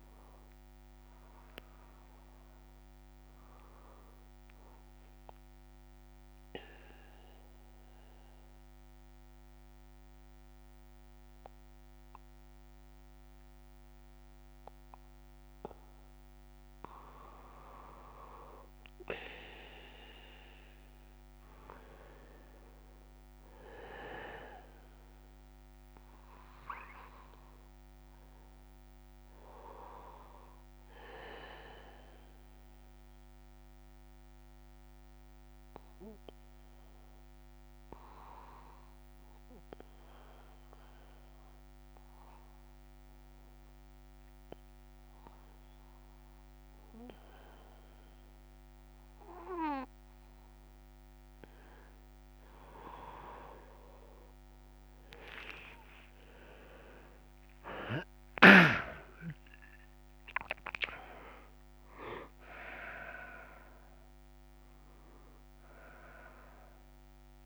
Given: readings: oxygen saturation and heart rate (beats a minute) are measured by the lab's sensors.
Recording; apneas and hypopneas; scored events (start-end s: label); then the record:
breathing in sleep by a microphone on the trachea; 2
0.00-7.50 s: oxygen desaturation (device-marked, oxygen 93% lowest, heart rate 30 extreme)
5.50-16.50 s: obstructive apnea (oxygen 99% before, 92% lowest, heart rate 132 before, 170 extreme, up 48 after)
27.50-44.50 s: oxygen desaturation (device-marked, oxygen 98% before, 94% lowest, heart rate 184 before, 164 extreme)
31.00-52.00 s: obstructive apnea (oxygen 99% before, 91% lowest, heart rate 188 before, 163 extreme, up 8 after)
59.50-67.46 s: oxygen desaturation (device-marked, oxygen 98% before, 91% lowest)
From the record:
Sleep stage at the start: N2 (light sleep); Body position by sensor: on the back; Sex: male